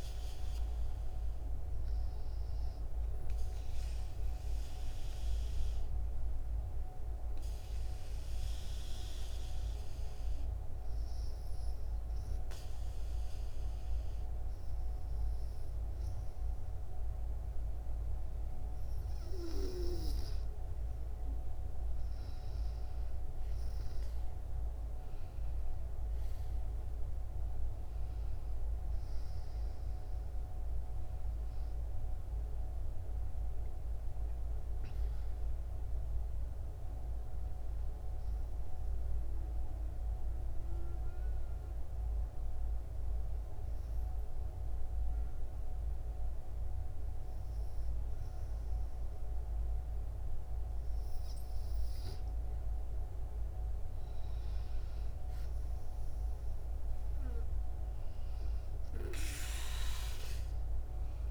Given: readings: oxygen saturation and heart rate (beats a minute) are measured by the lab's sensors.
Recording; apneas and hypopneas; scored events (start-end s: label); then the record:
breathing in sleep, hard to hear, by a room microphone; 2
5.50-19.50 s: obstructive apnea (oxygen 96% before, 92% lowest, heart rate 68 before, 62 extreme, up 7 after)
21.50-25.50 s: arousal
38.00-52.50 s: mixed apnea (oxygen 95% before, 92% lowest, heart rate 70 before, 63 extreme, up 8 after)
54.00-57.00 s: arousal
57.00-61.31 s: oxygen desaturation (device-marked, oxygen 96% before, 92% lowest, heart rate 69 before, 63 extreme)
From the record:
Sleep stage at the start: N2 (light sleep); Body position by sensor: on the back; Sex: female